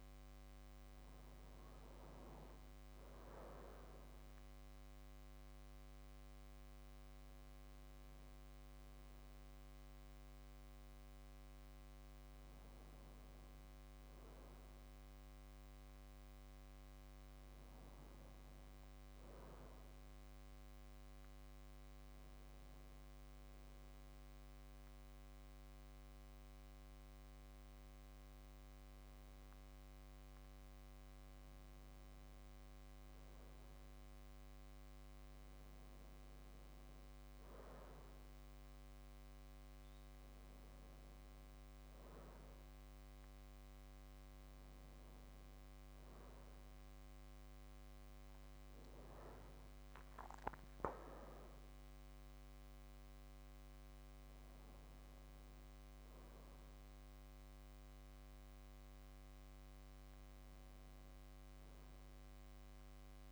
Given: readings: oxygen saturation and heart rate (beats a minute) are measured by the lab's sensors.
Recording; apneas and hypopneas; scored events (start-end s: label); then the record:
breathing in sleep, hard to hear, by a microphone on the trachea; none
none scored
From the record:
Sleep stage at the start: N2 (light sleep); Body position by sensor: on the back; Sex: male